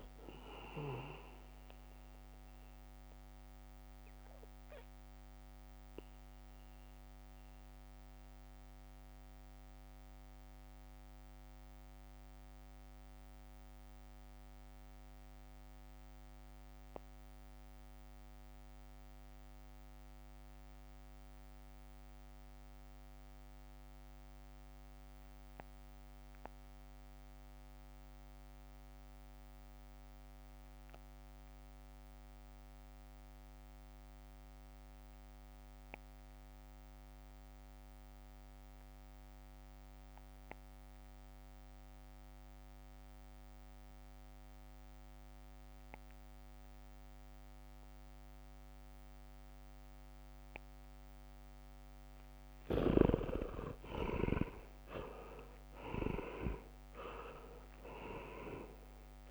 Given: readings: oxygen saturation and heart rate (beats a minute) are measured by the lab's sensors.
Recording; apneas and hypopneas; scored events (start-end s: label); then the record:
breathing in sleep by a microphone on the trachea; 1
0.00-7.50 s: leg movement (device-marked)
0.00-16.00 s: oxygen desaturation (device-marked, oxygen 76% lowest, heart rate 61 extreme)
4.00-51.50 s: mixed apnea (oxygen 99% before, 64% lowest, heart rate 72 before, 55 extreme, up 19 after)
12.00-59.31 s: new sleep stage, REM sleep
22.00-59.31 s: oxygen desaturation (device-marked, oxygen 99% before, 64% lowest, heart rate 78 before, 55 extreme)
45.00-51.00 s: bradycardia (device-marked, heart rate 73 before, 56 extreme)
49.00-50.50 s: leg movement (device-marked)
54.00-59.31 s: arousal
From the record:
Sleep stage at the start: N2 (light sleep); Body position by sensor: on the back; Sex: male